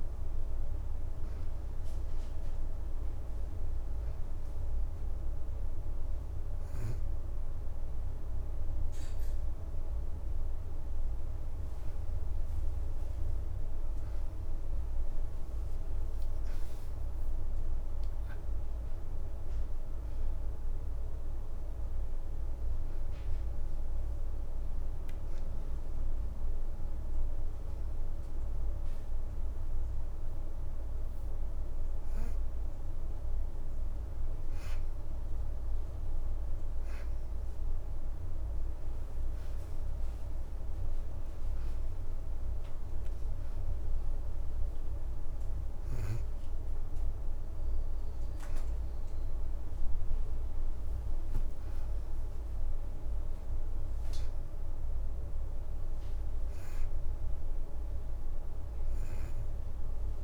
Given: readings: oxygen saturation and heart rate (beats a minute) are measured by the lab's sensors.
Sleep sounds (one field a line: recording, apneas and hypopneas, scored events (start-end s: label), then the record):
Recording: breathing in sleep, hard to hear, by a room microphone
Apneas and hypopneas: 1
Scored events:
2.00-17.00 s: oxygen desaturation (device-marked, oxygen 96% before, 92% lowest, heart rate 85 before, 84 extreme)
11.00-14.50 s: leg movement (device-marked)
17.00-21.00 s: arousal
24.50-35.50 s: hypopnea (oxygen 96% before, 89% lowest, heart rate 87 before, 84 extreme, up 3 after)
37.50-42.00 s: arousal
38.00-40.50 s: leg movement (device-marked)
43.00-55.00 s: oxygen desaturation (device-marked, oxygen 93% before, 89% lowest, heart rate 86 before, 84 extreme)
51.50-52.50 s: leg movement (device-marked)
From the record:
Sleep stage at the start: N2 (light sleep)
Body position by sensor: on the back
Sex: female